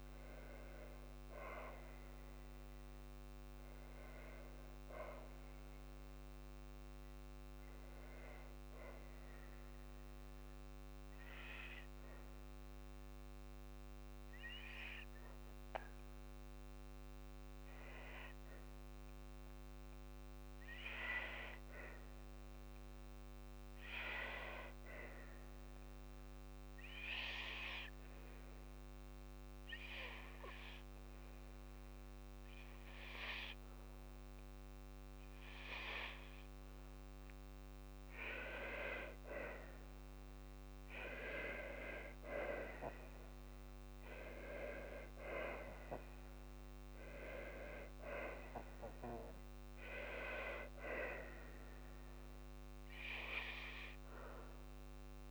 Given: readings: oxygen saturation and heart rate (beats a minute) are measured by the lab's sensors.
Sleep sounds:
breathing in sleep by a microphone on the trachea; none
none scored
From the record:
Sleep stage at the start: N2 (light sleep); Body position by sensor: on the back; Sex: female

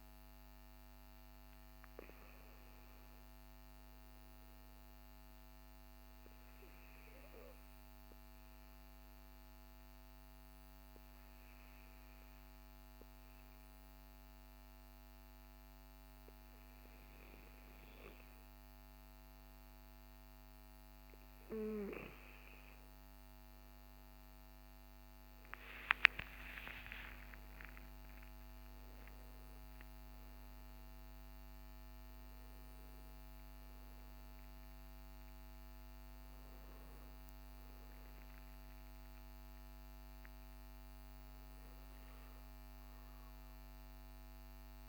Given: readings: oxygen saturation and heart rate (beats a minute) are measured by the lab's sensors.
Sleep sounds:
breathing in sleep by a microphone on the trachea; 1
6.50-19.00 s: obstructive apnea (oxygen 97% before, 95% lowest, heart rate 56 before, 52 extreme, up 13 after)
25.50-30.00 s: arousal
From the record:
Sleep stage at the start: N2 (light sleep); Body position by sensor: on the back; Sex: male

